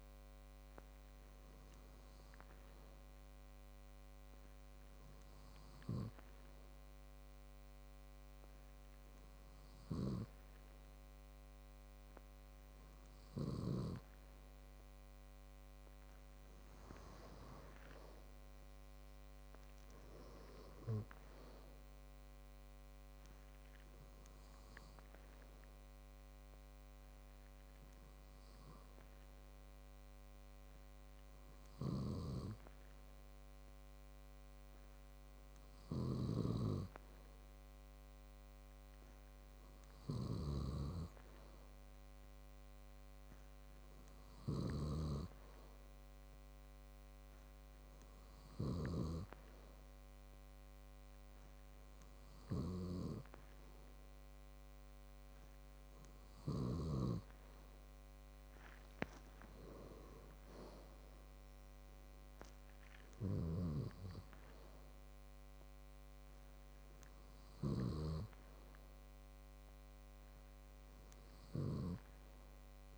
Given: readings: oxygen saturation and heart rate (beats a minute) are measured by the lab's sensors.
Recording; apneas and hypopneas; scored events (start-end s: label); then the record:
breathing in sleep by a microphone on the trachea; 1
19.00-22.00 s: arousal
25.00-37.50 s: obstructive apnea (oxygen 97% before, 94% lowest, heart rate 59 before, 56 extreme, up 2 after)
39.00-41.50 s: arousal
45.50-50.00 s: snoring (device-marked)
From the record:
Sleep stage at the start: N2 (light sleep); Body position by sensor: on the back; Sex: male